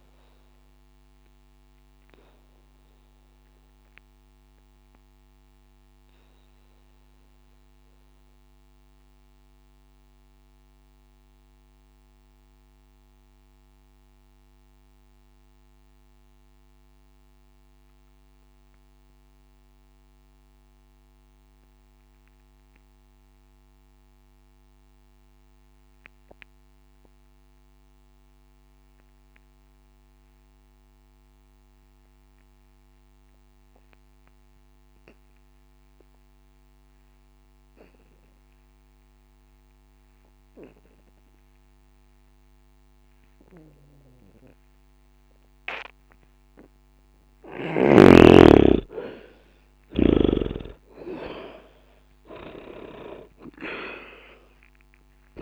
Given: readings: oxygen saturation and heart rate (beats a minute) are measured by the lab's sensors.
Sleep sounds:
breathing in sleep by a microphone on the trachea; 1
0.00-19.00 s: oxygen desaturation (device-marked, oxygen 76% lowest, heart rate 59 extreme)
1.00-48.50 s: mixed apnea (oxygen 95% before, 72% lowest, heart rate 60 before, 59 extreme, up 0 after)
35.00-55.41 s: oxygen desaturation (device-marked, oxygen 98% before, 72% lowest, heart rate 60 before, 60 extreme)
50.50-55.41 s: arousal
From the record:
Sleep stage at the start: N2 (light sleep); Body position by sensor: on the back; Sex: male

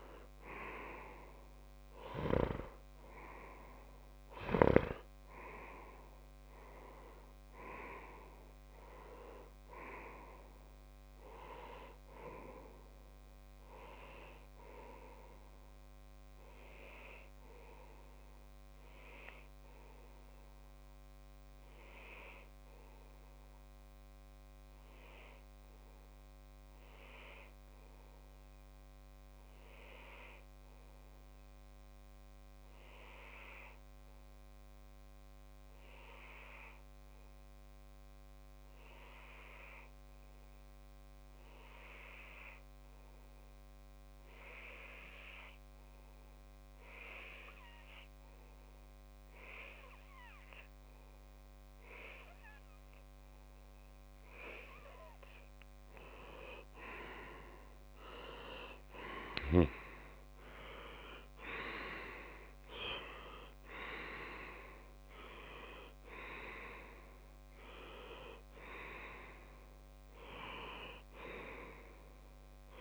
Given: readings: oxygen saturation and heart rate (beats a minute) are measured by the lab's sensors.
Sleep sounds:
breathing in sleep by a microphone on the trachea; 1
0.00-23.00 s: oxygen desaturation (device-marked, oxygen 92% lowest)
17.50-55.50 s: obstructive apnea (oxygen 97% before, 92% lowest)
51.00-72.81 s: oxygen desaturation (device-marked, oxygen 98% before, 94% lowest)
57.50-61.50 s: arousal
From the record:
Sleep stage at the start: N2 (light sleep); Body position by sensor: on the left side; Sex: male

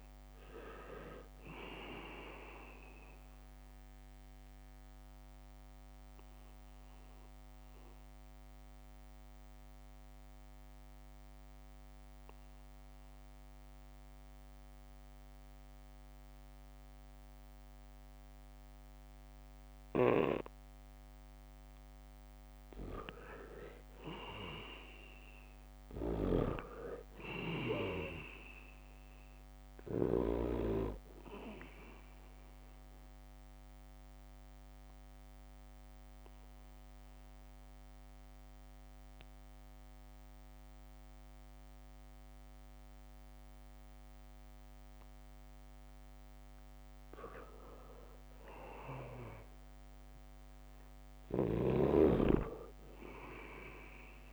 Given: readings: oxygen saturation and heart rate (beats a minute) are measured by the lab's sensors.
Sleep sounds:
breathing in sleep by a microphone on the trachea; 2
0.00-14.50 s: oxygen desaturation (device-marked, oxygen 83% lowest, heart rate 74 extreme)
4.50-23.00 s: obstructive apnea (oxygen 98% before, 83% lowest, heart rate 78 before, 74 extreme, up 0 after)
20.50-31.00 s: snoring (device-marked)
24.50-27.50 s: arousal
25.50-28.00 s: leg movement (device-marked)
26.50-43.50 s: oxygen desaturation (device-marked, oxygen 99% before, 85% lowest, heart rate 79 before, 74 extreme)
31.50-45.50 s: obstructive apnea (oxygen 99% before, 83% lowest, heart rate 79 before, 76 extreme, up 1 after)
48.50-52.50 s: arousal
50.50-54.33 s: oxygen desaturation (device-marked, oxygen 98% before, 86% lowest, heart rate 76 before, 76 extreme)
52.00-54.33 s: leg movement (device-marked)
From the record:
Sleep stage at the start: N2 (light sleep); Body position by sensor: on the back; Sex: male

